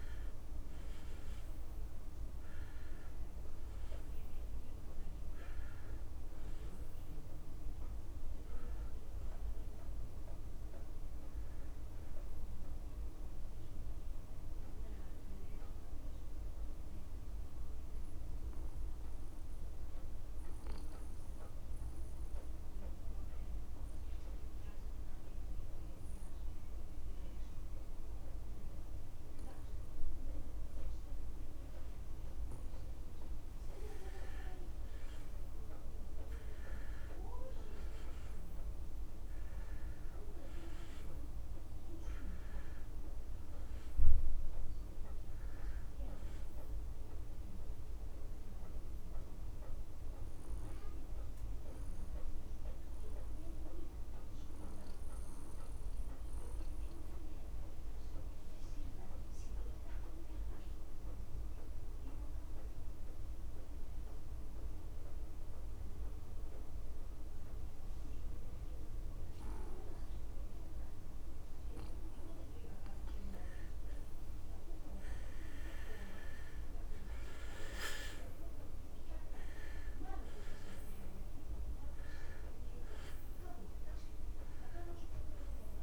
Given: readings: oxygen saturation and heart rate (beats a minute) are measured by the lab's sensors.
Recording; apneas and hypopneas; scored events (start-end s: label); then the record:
breathing in sleep, hard to hear, by a room microphone; 2
0.00-20.00 s: oxygen desaturation (device-marked, oxygen 86% lowest)
15.00-33.50 s: mixed apnea (oxygen 96% before, 86% lowest)
36.00-62.00 s: oxygen desaturation (device-marked, oxygen 99% before, 90% lowest)
37.50-42.50 s: arousal
50.00-73.00 s: mixed apnea (oxygen 99% before, 87% lowest)
73.00-85.82 s: oxygen desaturation (device-marked, oxygen 97% before, 87% lowest)
76.50-80.50 s: arousal
From the record:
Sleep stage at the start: N2 (light sleep); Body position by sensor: on the back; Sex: male